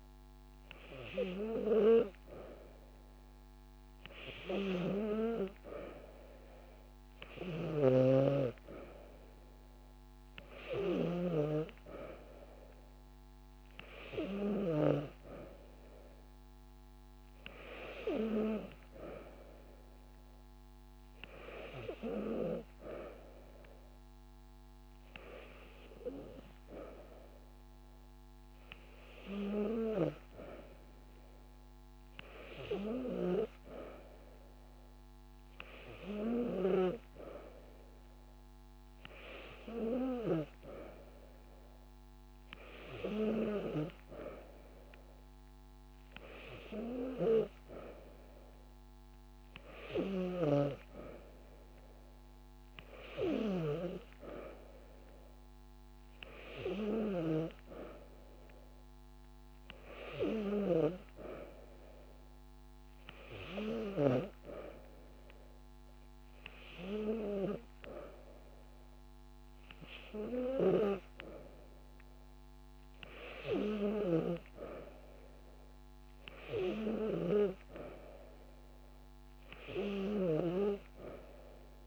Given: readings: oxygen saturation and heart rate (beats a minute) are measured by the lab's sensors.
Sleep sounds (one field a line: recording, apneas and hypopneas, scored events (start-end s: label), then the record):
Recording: breathing in sleep by a microphone on the trachea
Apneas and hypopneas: none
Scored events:
0.00-3.50 s: drop in pulse transit time (device-marked)
3.50-5.50 s: long interval between heartbeats (device-marked)
26.50-28.50 s: long interval between heartbeats (device-marked)
42.00-44.00 s: long interval between heartbeats (device-marked)
47.50-54.50 s: drop in pulse transit time (device-marked)
53.00-55.00 s: long interval between heartbeats (device-marked)
56.50-57.50 s: drop in pulse transit time (device-marked)
58.00-60.00 s: long interval between heartbeats (device-marked)
71.50-73.50 s: long interval between heartbeats (device-marked)
79.00-81.00 s: long interval between heartbeats (device-marked)
From the record:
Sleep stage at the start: N2 (light sleep)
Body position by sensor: on the back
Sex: female